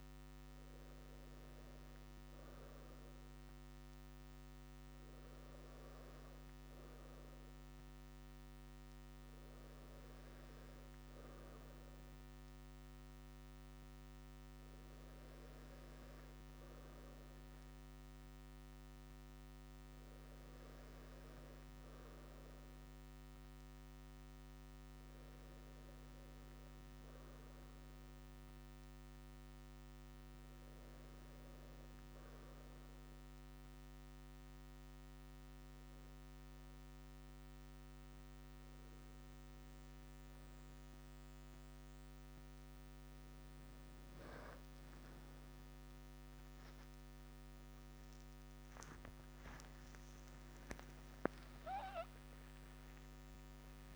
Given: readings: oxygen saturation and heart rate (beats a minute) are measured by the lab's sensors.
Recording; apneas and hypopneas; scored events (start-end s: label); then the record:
breathing in sleep, hard to hear, by a microphone on the trachea; none
48.00-53.96 s: new sleep stage, awake
From the record:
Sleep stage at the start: N2 (light sleep); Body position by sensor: on the right side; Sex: male